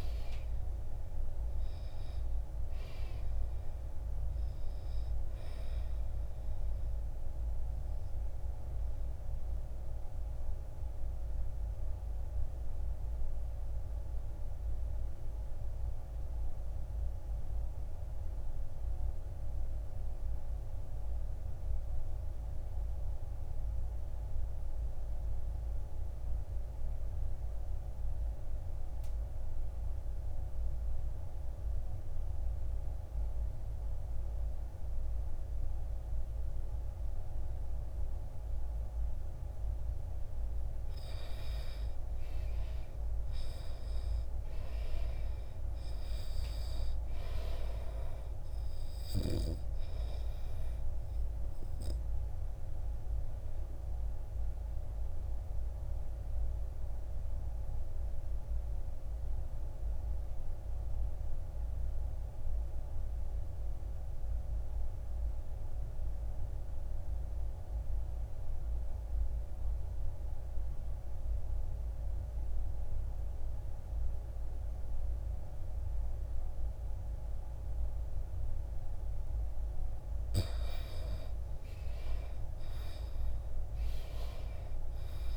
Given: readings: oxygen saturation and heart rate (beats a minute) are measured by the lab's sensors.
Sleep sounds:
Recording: breathing in sleep, hard to hear, by a room microphone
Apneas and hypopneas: 2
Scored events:
0.00-22.00 s: oxygen desaturation (device-marked, oxygen 82% lowest, heart rate 52 extreme)
10.00-39.50 s: obstructive apnea (oxygen 96% before, 77% lowest, heart rate 67 before, 52 extreme, up 18 after)
32.00-34.00 s: long interval between heartbeats (device-marked, heart rate 56 before, 60 extreme)
41.00-72.00 s: oxygen desaturation (device-marked, oxygen 98% before, 77% lowest, heart rate 57 before, 55 extreme)
42.50-46.00 s: arousal
53.50-79.50 s: obstructive apnea (oxygen 99% before, 75% lowest, heart rate 64 before, 53 extreme, up 11 after)
81.50-85.37 s: arousal
From the record:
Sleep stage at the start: N2 (light sleep)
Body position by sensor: on the back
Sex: male

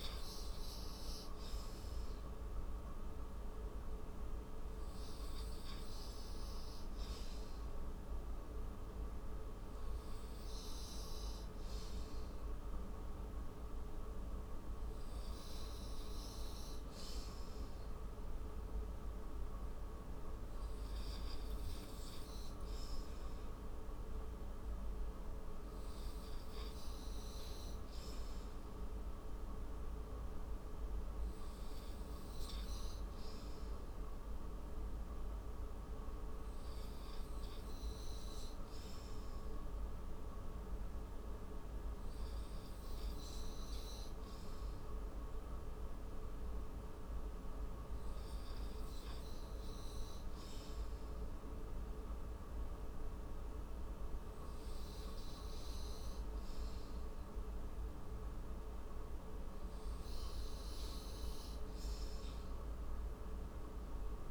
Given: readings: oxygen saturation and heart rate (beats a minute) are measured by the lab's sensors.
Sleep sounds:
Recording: breathing in sleep, hard to hear, by a room microphone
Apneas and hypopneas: none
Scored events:
0.00-5.50 s: oxygen desaturation (device-marked, oxygen 88% lowest, heart rate 39 extreme)
From the record:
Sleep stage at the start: N2 (light sleep)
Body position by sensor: on the right side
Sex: male

